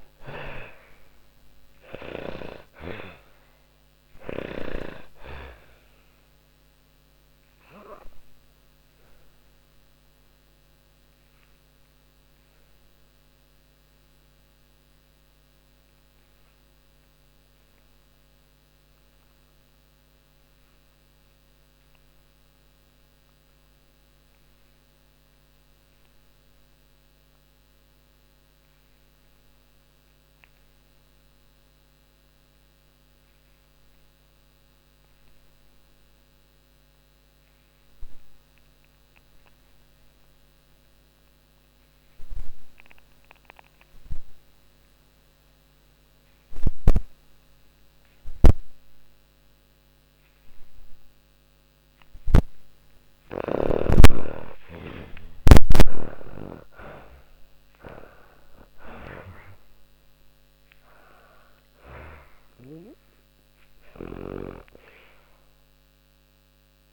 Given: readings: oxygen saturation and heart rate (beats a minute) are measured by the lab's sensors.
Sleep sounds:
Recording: breathing in sleep by a microphone on the trachea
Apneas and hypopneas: 1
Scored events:
0.00-2.50 s: arousal
0.00-3.00 s: snoring (device-marked)
0.00-25.00 s: oxygen desaturation (device-marked, oxygen 79% lowest, heart rate 40 extreme)
8.00-49.50 s: obstructive apnea (oxygen 98% before, 72% lowest)
39.00-66.93 s: oxygen desaturation (device-marked, oxygen 98% before, 72% lowest)
52.00-57.50 s: arousal
From the record:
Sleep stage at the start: N2 (light sleep)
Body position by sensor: on the back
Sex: female

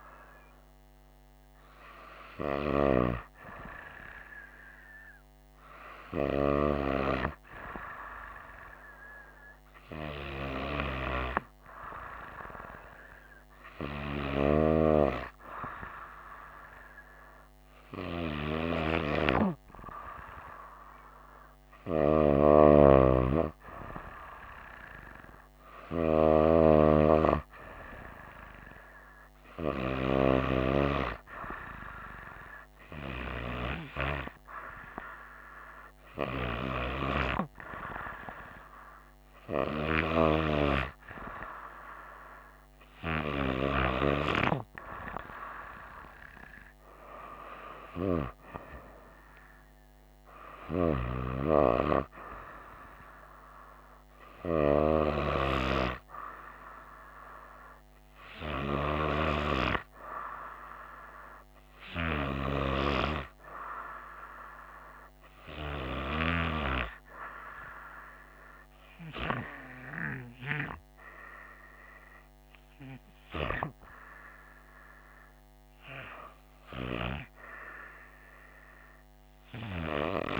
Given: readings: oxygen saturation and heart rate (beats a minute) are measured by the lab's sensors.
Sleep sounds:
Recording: breathing in sleep by a microphone on the trachea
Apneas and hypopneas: 1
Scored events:
61.50-73.50 s: hypopnea (oxygen 95% before, 94% lowest, heart rate 67 before, 58 extreme, up 10 after)
75.50-79.50 s: arousal
From the record:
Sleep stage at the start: N2 (light sleep)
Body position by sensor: on the right side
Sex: female

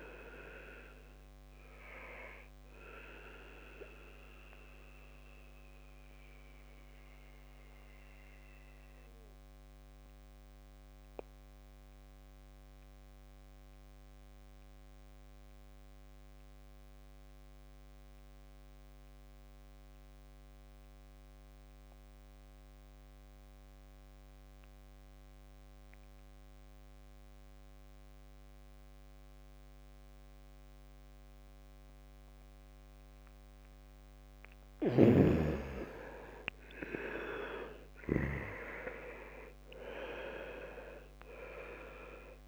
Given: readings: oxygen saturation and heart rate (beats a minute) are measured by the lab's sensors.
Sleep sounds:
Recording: breathing in sleep by a microphone on the trachea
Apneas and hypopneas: 1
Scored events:
0.00-19.00 s: oxygen desaturation (device-marked, oxygen 77% lowest, heart rate 62 extreme)
4.00-33.50 s: mixed apnea (oxygen 98% before, 77% lowest, heart rate 68 before, 62 extreme, up 3 after)
31.00-42.48 s: oxygen desaturation (device-marked, oxygen 99% before, 77% lowest, heart rate 67 before, 64 extreme)
34.00-38.00 s: snoring (device-marked)
35.50-40.50 s: arousal
From the record:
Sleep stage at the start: N2 (light sleep)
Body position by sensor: on the back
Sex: male

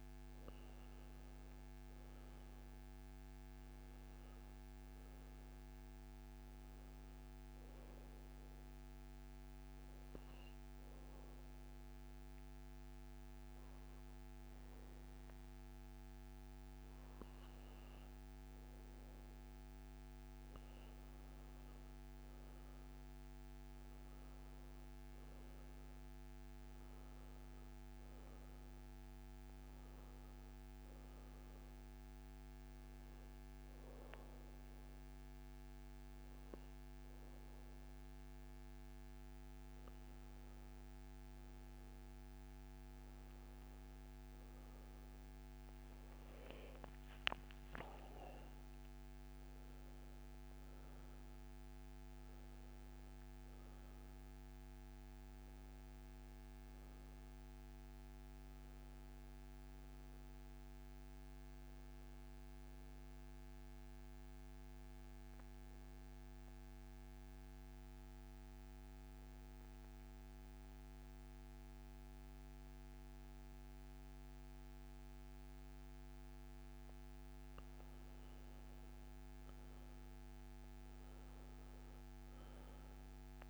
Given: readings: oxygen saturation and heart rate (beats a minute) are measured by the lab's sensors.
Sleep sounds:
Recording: breathing in sleep, hard to hear, by a microphone on the trachea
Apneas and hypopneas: 3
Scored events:
0.00-18.50 s: oxygen desaturation (device-marked, oxygen 90% lowest, heart rate 67 extreme)
8.00-18.50 s: obstructive apnea (oxygen 96% before, 90% lowest, heart rate 67 before, 67 extreme, up 3 after)
21.00-26.50 s: arousal
26.50-38.50 s: oxygen desaturation (device-marked, oxygen 95% before, 90% lowest, heart rate 69 before, 67 extreme)
33.50-44.00 s: hypopnea (oxygen 95% before, 89% lowest, heart rate 71 before, 67 extreme, up 12 after)
48.00-53.00 s: arousal
66.00-77.50 s: obstructive apnea (oxygen 96% before, 89% lowest, heart rate 78 before, 61 extreme, up 11 after)
79.50-83.50 s: oxygen desaturation (device-marked, oxygen 97% before, 89% lowest, heart rate 69 before, 62 extreme)
80.50-83.50 s: arousal
From the record:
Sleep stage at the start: N2 (light sleep)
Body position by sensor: on the back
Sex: male

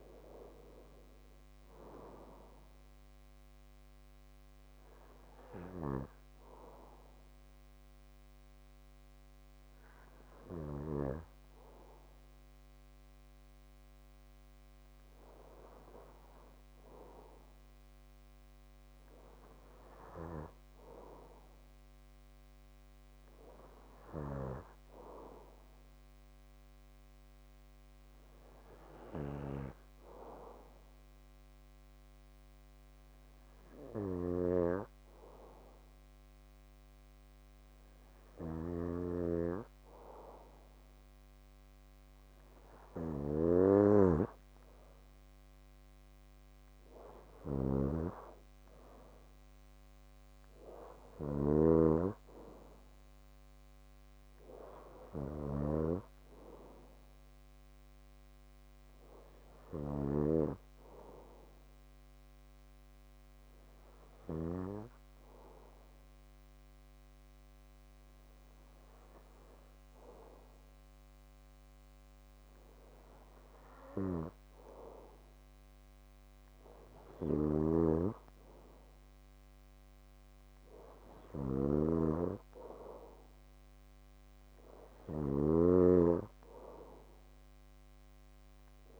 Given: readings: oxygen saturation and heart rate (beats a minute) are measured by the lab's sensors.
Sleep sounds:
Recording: breathing in sleep by a microphone on the trachea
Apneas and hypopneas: 2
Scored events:
21.00-25.00 s: arousal
27.50-42.00 s: hypopnea (oxygen 96% before, 92% lowest, heart rate 56 before, 54 extreme, up 4 after)
38.00-59.50 s: snoring (device-marked)
41.50-58.50 s: oxygen desaturation (device-marked, oxygen 95% before, 92% lowest, heart rate 56 before, 54 extreme)
50.00-53.50 s: arousal
60.50-73.00 s: hypopnea (oxygen 95% before, 93% lowest, heart rate 58 before, 54 extreme, up 4 after)
76.50-80.00 s: arousal
76.50-89.00 s: snoring (device-marked)
From the record:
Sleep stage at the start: N2 (light sleep)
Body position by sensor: on the back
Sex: male

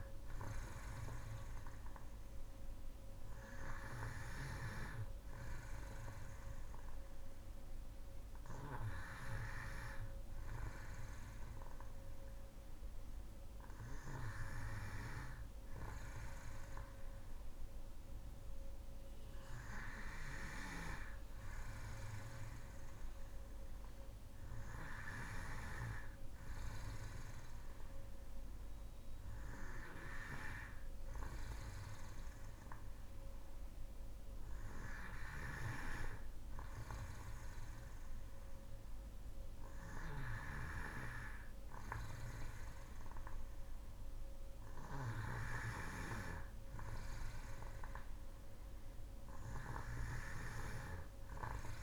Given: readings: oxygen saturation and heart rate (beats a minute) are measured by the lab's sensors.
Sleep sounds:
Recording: breathing in sleep by a room microphone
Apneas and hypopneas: none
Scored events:
none scored
From the record:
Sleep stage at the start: N2 (light sleep)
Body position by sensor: on the back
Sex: female

